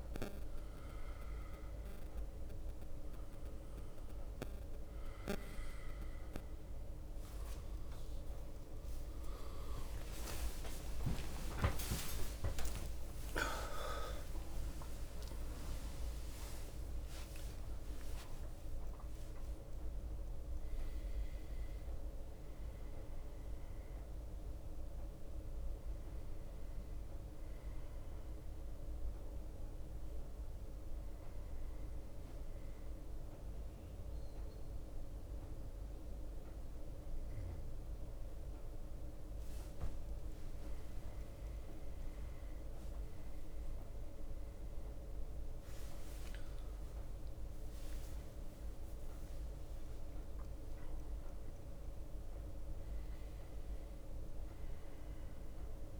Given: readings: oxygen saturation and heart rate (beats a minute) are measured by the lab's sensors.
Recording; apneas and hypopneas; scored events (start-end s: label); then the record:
breathing in sleep by a room microphone; none
0.00-1.00 s: long interval between heartbeats (device-marked, heart rate 60 extreme)
0.00-41.00 s: bradycardia (device-marked)
3.00-9.00 s: drop in pulse transit time (device-marked, heart rate 46 before, 33 extreme)
3.50-5.50 s: long interval between heartbeats (device-marked, heart rate 46 before, 46 extreme)
7.50-9.50 s: long interval between heartbeats (device-marked, heart rate 49 before, 36 extreme)
9.00-14.50 s: arousal
13.00-15.00 s: long interval between heartbeats (device-marked, heart rate 46 before, 55 extreme)
14.00-56.00 s: new sleep stage, N1 (lightest sleep)
From the record:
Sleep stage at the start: N2 (light sleep); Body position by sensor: on the back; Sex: male